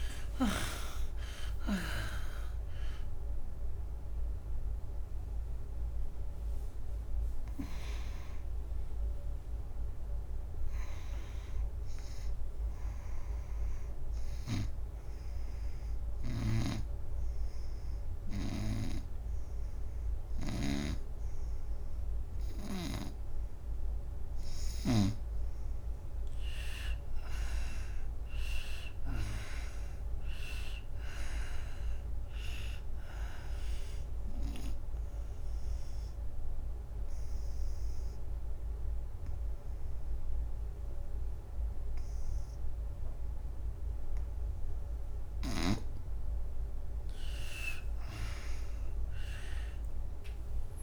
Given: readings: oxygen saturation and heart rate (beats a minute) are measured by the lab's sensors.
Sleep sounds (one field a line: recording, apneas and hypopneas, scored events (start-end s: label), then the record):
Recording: breathing in sleep by a room microphone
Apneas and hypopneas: 2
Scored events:
0.00-4.00 s: arousal
0.00-23.00 s: oxygen desaturation (device-marked, oxygen 80% lowest, heart rate 73 extreme)
12.00-25.00 s: obstructive apnea (oxygen 95% before, 82% lowest, heart rate 88 before, 69 extreme, up 10 after)
16.00-25.00 s: snoring (device-marked)
27.00-30.50 s: arousal
34.50-45.50 s: obstructive apnea (oxygen 99% before, 81% lowest, heart rate 81 before, 69 extreme, up 10 after)
35.00-43.00 s: oxygen desaturation (device-marked, oxygen 98% before, 88% lowest, heart rate 81 before, 69 extreme)
47.00-50.50 s: arousal
From the record:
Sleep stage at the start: N2 (light sleep)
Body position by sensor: on the right side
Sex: female